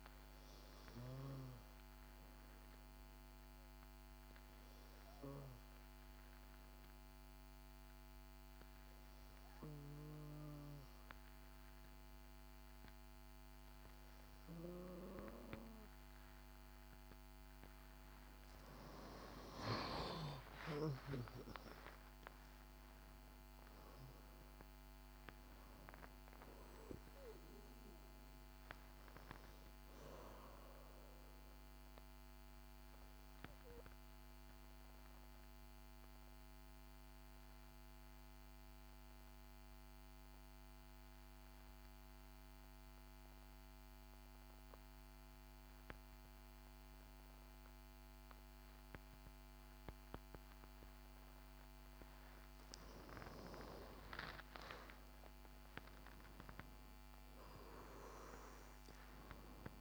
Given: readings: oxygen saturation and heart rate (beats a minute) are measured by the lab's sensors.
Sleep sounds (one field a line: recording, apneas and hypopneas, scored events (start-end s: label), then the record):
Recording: breathing in sleep by a microphone on the trachea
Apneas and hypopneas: 2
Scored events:
6.50-18.50 s: obstructive apnea (oxygen 95% before, 90% lowest, heart rate 63 before, 56 extreme, up 11 after)
20.00-24.00 s: arousal
35.00-52.50 s: obstructive apnea (oxygen 95% before, 90% lowest, heart rate 62 before, 53 extreme, up 10 after)
43.00-55.00 s: oxygen desaturation (device-marked, oxygen 95% before, 90% lowest, heart rate 62 before, 51 extreme)
54.00-59.50 s: arousal
From the record:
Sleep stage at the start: N2 (light sleep)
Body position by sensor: on the back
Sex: female